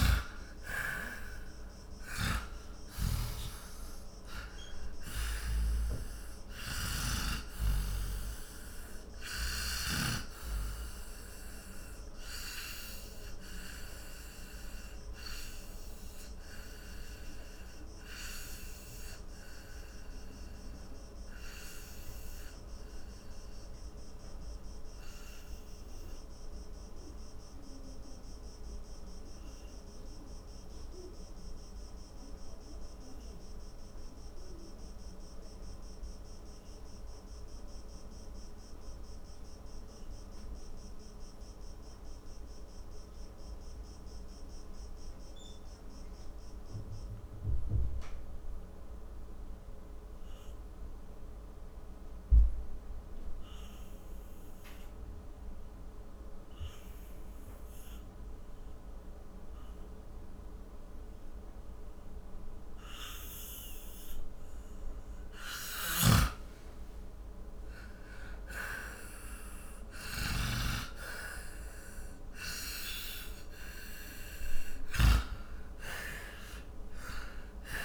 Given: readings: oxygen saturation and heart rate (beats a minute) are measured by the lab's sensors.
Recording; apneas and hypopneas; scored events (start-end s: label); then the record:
breathing in sleep by a room microphone; 1
0.00-3.00 s: arousal
0.00-3.50 s: snoring (device-marked)
0.00-39.00 s: oxygen desaturation (device-marked, oxygen 83% lowest, heart rate 44 extreme)
5.50-10.50 s: snoring (device-marked)
12.50-65.00 s: obstructive apnea (oxygen 98% before, 83% lowest, heart rate 65 before, 44 extreme, up 21 after)
63.00-77.85 s: oxygen desaturation (device-marked, oxygen 98% before, 84% lowest, heart rate 55 before, 44 extreme)
66.00-75.50 s: snoring (device-marked)
66.50-72.00 s: arousal
From the record:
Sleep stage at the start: N2 (light sleep); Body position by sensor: on the back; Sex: male